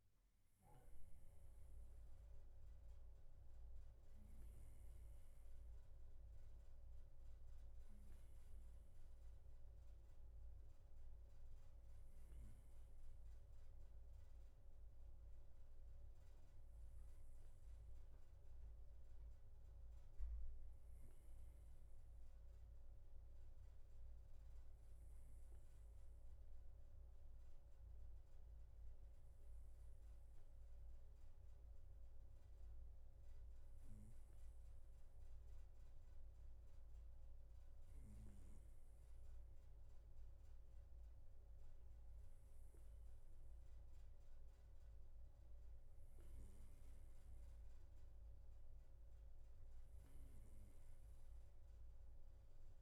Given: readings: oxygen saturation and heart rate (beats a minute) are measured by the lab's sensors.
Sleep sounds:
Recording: breathing in sleep, hard to hear, by a room microphone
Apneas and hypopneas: none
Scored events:
none scored
From the record:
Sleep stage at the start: N2 (light sleep)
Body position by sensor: on the right side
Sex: male

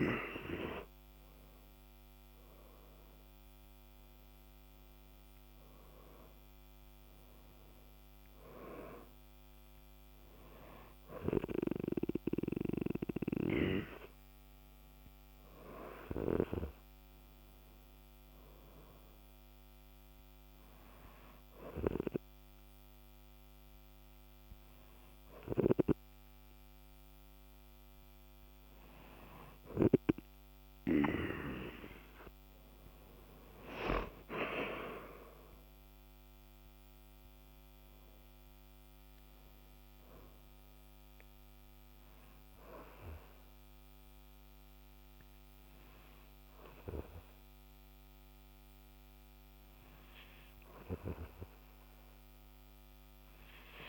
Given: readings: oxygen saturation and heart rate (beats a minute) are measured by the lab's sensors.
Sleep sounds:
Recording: breathing in sleep by a microphone on the trachea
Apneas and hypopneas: none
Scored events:
2.50-7.00 s: arousal
From the record:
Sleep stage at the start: N2 (light sleep)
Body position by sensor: on the back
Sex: male

